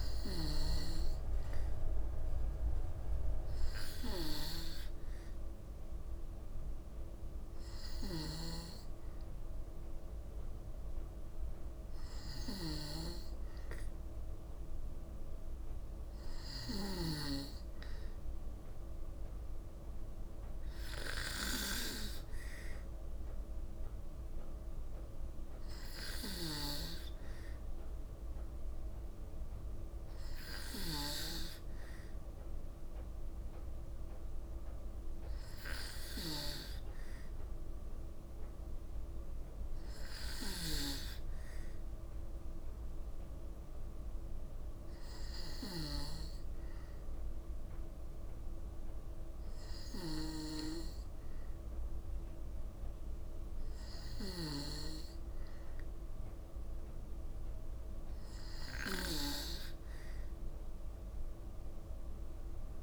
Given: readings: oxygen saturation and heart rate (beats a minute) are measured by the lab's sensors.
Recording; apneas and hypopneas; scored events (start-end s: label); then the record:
breathing in sleep by a room microphone; none
49.50-59.00 s: snoring (device-marked)
From the record:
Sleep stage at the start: N2 (light sleep); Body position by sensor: on the back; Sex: female